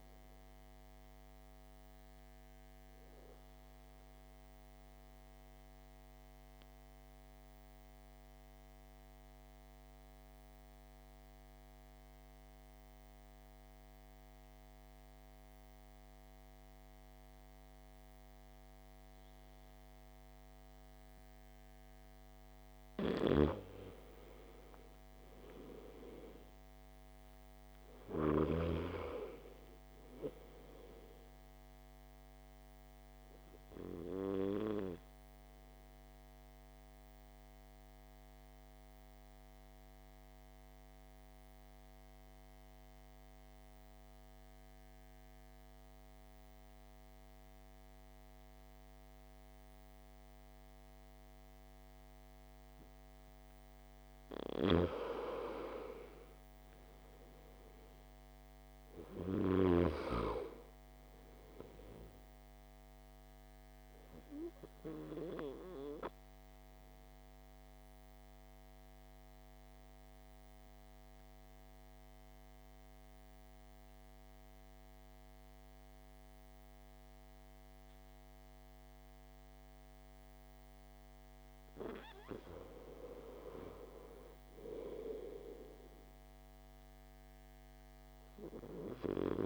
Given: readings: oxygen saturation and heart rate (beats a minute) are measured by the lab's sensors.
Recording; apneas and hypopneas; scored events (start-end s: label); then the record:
breathing in sleep by a microphone on the trachea; 3
1.00-18.00 s: oxygen desaturation (device-marked, oxygen 98% before, 89% lowest, heart rate 57 before, 53 extreme)
3.00-22.50 s: mixed apnea (oxygen 99% before, 87% lowest, heart rate 58 before, 53 extreme, up 3 after)
24.50-28.00 s: arousal
32.50-54.50 s: mixed apnea (oxygen 99% before, 87% lowest, heart rate 55 before, 52 extreme, up 7 after)
33.00-42.00 s: oxygen desaturation (device-marked, oxygen 99% before, 92% lowest, heart rate 55 before, 53 extreme)
44.00-56.00 s: oxygen desaturation (device-marked, oxygen 96% before, 87% lowest, heart rate 54 before, 52 extreme)
56.50-60.50 s: arousal
64.00-82.00 s: obstructive apnea (oxygen 98% before, 85% lowest, heart rate 56 before, 50 extreme, up 4 after)
70.00-86.00 s: oxygen desaturation (device-marked, oxygen 97% before, 87% lowest, heart rate 56 before, 50 extreme)
85.00-88.00 s: arousal
From the record:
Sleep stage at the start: N2 (light sleep); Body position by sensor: on the back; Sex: male